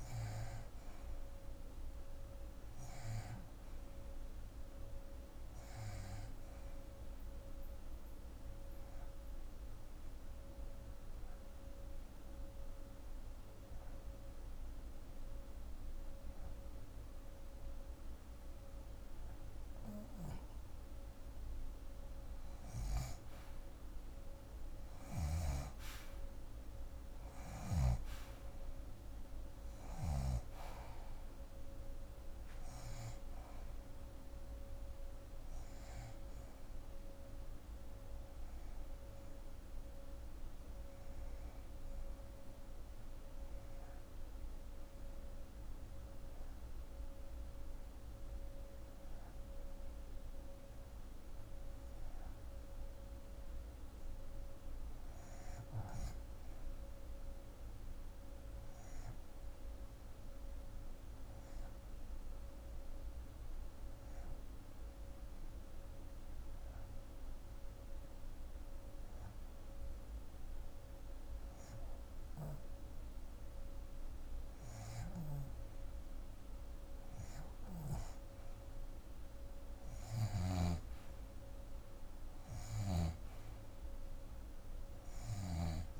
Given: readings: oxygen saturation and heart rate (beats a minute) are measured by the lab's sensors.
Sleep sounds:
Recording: breathing in sleep by a room microphone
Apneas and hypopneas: 3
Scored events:
0.00-17.50 s: oxygen desaturation (device-marked, oxygen 79% lowest)
8.50-21.00 s: hypopnea (oxygen 88% before, 79% lowest, heart rate 96 before, 164 extreme)
22.50-26.50 s: arousal
26.50-54.50 s: oxygen desaturation (device-marked, oxygen 91% before, 83% lowest, heart rate 183 before, 70 extreme)
40.00-51.50 s: hypopnea (oxygen 91% before, 83% lowest, heart rate 196 before, 70 extreme, up 11 after)
54.00-58.00 s: arousal
60.00-73.50 s: hypopnea (oxygen 93% before, 83% lowest, heart rate 179 before, 70 extreme)
69.50-86.00 s: oxygen desaturation (device-marked, oxygen 92% before, 83% lowest, heart rate 144 before, 58 extreme)
76.00-79.50 s: arousal
From the record:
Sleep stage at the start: REM sleep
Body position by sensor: on the left side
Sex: female

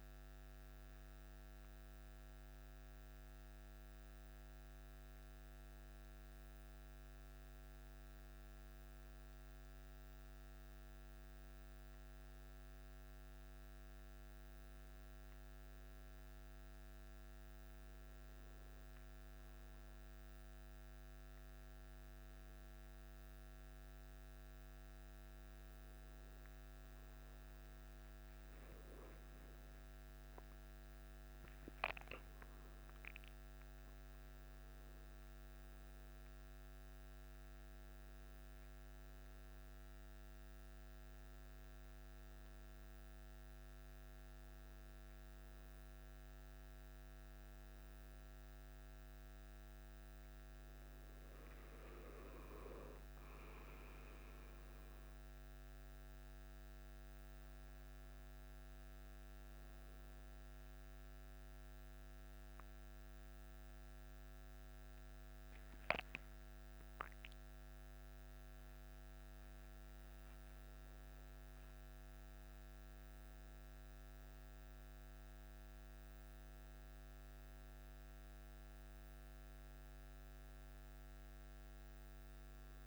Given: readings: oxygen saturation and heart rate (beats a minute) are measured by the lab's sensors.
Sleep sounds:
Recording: a person awake in a sleep study, hard to hear, by a microphone on the trachea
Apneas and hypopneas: none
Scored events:
26.50-82.87 s: new sleep stage, awake
From the record:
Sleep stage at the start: N1 (lightest sleep)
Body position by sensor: on the back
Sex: male

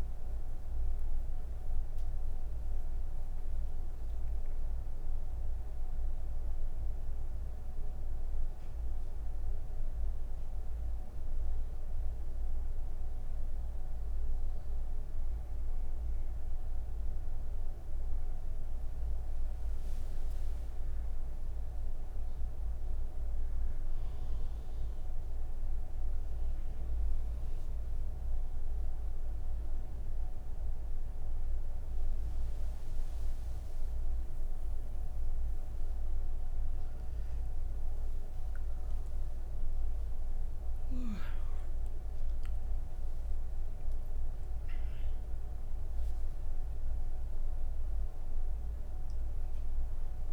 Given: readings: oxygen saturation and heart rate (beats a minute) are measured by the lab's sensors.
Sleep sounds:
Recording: breathing in sleep, hard to hear, by a room microphone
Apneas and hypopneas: 1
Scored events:
7.50-18.50 s: hypopnea (oxygen 98% before, 95% lowest)
28.00-45.00 s: oxygen desaturation (device-marked, oxygen 99% before, 95% lowest)
From the record:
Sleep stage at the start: N3 (deep sleep)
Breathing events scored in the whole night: 113 in 5.3 hours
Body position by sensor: on the right side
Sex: female

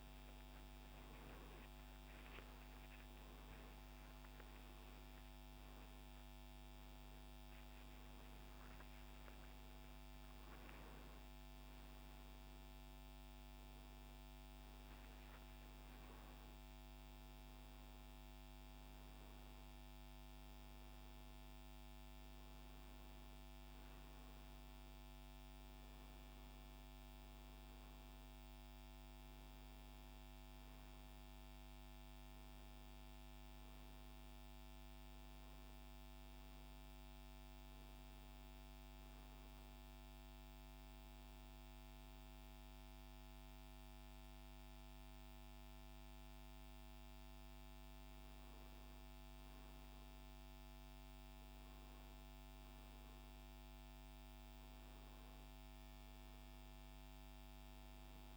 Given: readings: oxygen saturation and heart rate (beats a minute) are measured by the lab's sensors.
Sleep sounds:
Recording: a person awake in a sleep study, hard to hear, by a microphone on the trachea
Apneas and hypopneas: none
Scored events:
none scored
From the record:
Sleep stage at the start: awake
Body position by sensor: on the back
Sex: male

